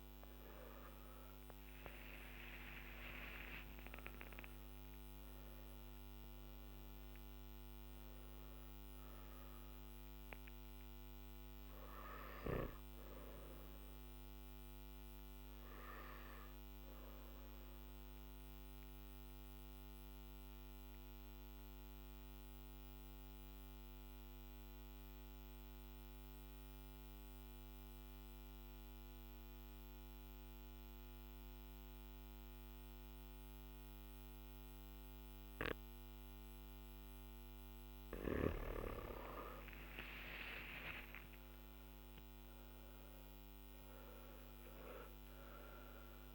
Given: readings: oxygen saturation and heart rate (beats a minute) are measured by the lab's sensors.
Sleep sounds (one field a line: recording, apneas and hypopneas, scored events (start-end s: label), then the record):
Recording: breathing in sleep by a microphone on the trachea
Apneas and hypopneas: 1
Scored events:
2.00-19.00 s: oxygen desaturation (device-marked, oxygen 97% before, 93% lowest, heart rate 54 before, 50 extreme)
14.50-35.50 s: obstructive apnea (oxygen 97% before, 91% lowest, heart rate 56 before, 48 extreme, up 10 after)
41.00-46.35 s: oxygen desaturation (device-marked, oxygen 98% before, 91% lowest, heart rate 54 before, 48 extreme)
From the record:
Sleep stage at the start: N1 (lightest sleep)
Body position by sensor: on the back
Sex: male